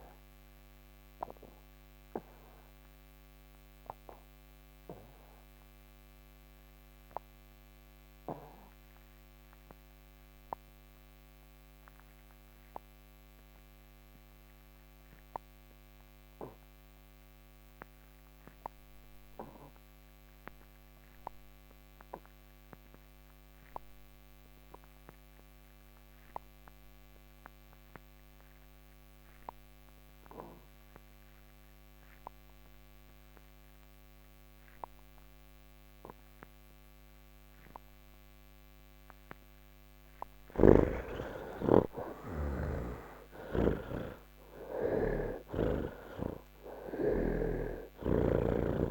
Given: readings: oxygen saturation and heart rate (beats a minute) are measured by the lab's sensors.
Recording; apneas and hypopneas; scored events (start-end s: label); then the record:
breathing in sleep by a microphone on the trachea; 1
0.00-15.00 s: oxygen desaturation (device-marked, oxygen 63% lowest, heart rate 79 extreme)
0.50-39.50 s: mixed apnea (oxygen 82% before, 63% lowest, heart rate 152 before, 96 extreme, up 38 after)
17.00-48.90 s: oxygen desaturation (device-marked, oxygen 98% before, 66% lowest, heart rate 150 before, 86 extreme)
40.00-47.50 s: snoring (device-marked)
From the record:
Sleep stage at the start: N3 (deep sleep); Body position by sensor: on the back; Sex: male